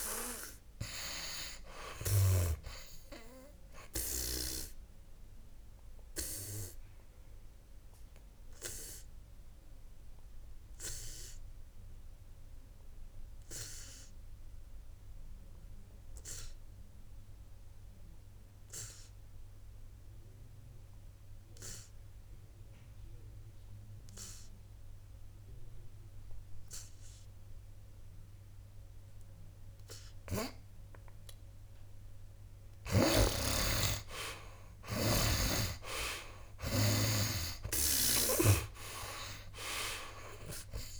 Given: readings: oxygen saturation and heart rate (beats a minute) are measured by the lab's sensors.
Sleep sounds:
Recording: breathing in sleep by a room microphone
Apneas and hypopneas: 1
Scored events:
0.00-30.50 s: oxygen desaturation (device-marked, oxygen 79% lowest, heart rate 58 extreme)
5.00-31.50 s: obstructive apnea (oxygen 98% before, 74% lowest, heart rate 66 before, 58 extreme, up 12 after)
32.00-34.00 s: long interval between heartbeats (device-marked, heart rate 61 before, 67 extreme)
35.50-39.00 s: snoring (device-marked)
36.00-39.50 s: arousal
39.50-41.00 s: oxygen desaturation (device-marked, oxygen 96% before, 74% lowest, heart rate 63 before, 60 extreme)
From the record:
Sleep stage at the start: N2 (light sleep)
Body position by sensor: on the back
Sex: male

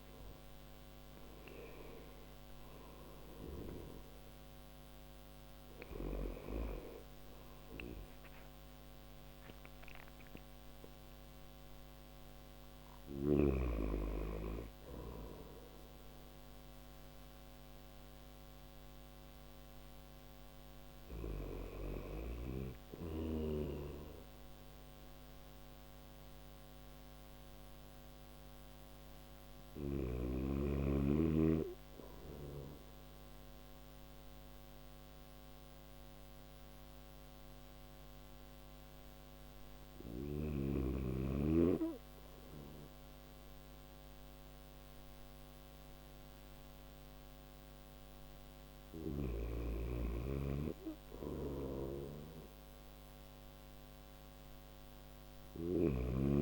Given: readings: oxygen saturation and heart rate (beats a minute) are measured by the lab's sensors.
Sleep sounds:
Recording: breathing in sleep by a microphone on the trachea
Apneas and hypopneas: none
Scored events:
22.50-29.00 s: snoring (device-marked)
50.50-56.42 s: snoring (device-marked)
From the record:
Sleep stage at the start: N1 (lightest sleep)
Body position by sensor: on the back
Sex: male

